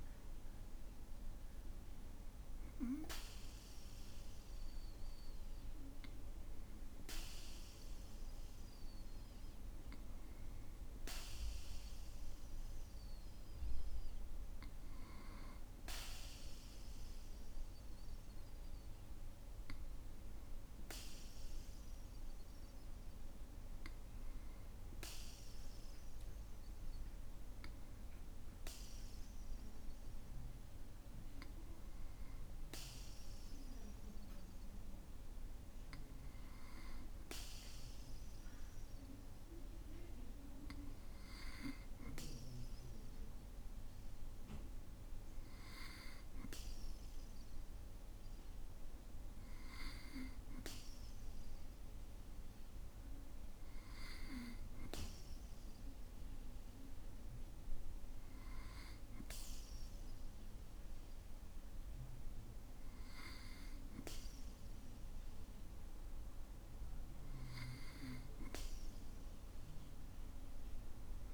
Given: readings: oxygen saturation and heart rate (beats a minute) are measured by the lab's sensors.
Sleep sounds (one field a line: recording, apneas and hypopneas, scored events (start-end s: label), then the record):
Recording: breathing in sleep by a room microphone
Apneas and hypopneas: 1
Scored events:
12.50-45.50 s: obstructive apnea (oxygen 96% before, 93% lowest, heart rate 55 before, 54 extreme, up 1 after)
48.00-52.00 s: arousal
From the record:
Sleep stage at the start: N2 (light sleep)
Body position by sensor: on the back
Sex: male